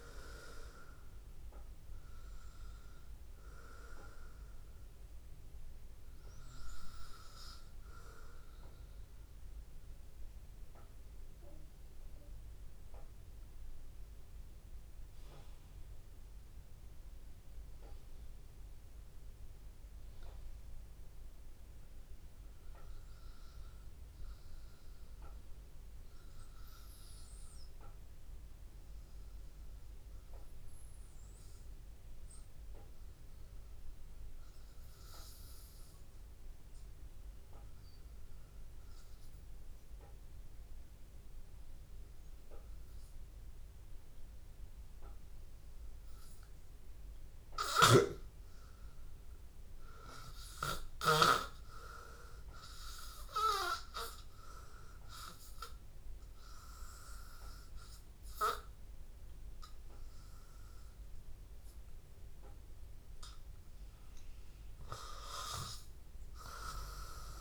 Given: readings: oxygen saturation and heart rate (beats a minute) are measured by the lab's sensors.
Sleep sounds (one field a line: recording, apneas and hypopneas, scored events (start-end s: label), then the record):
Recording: breathing in sleep by a room microphone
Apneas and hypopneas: 1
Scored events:
0.00-21.00 s: oxygen desaturation (device-marked, oxygen 91% lowest, heart rate 82 extreme)
3.50-5.50 s: long interval between heartbeats (device-marked, heart rate 85 before, 87 extreme)
10.00-58.00 s: hypopnea (oxygen 97% before, 91% lowest, heart rate 86 before, 83 extreme, up 1 after)
51.00-67.41 s: oxygen desaturation (device-marked, oxygen 97% before, 93% lowest, heart rate 83 before, 83 extreme)
61.00-65.50 s: arousal
From the record:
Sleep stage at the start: N2 (light sleep)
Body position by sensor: on the back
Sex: male